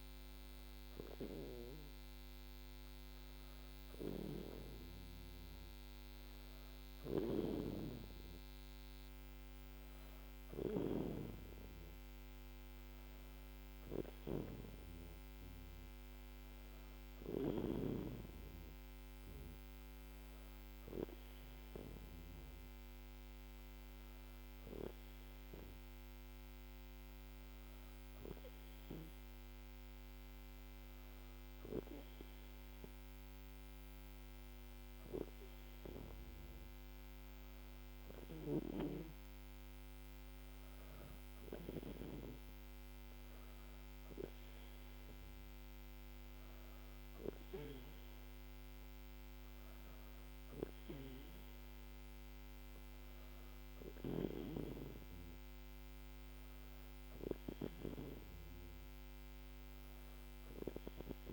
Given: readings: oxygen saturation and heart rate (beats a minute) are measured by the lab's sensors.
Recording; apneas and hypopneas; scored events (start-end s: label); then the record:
breathing in sleep by a microphone on the trachea; none
none scored
From the record:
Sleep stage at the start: N2 (light sleep); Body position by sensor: on the back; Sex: female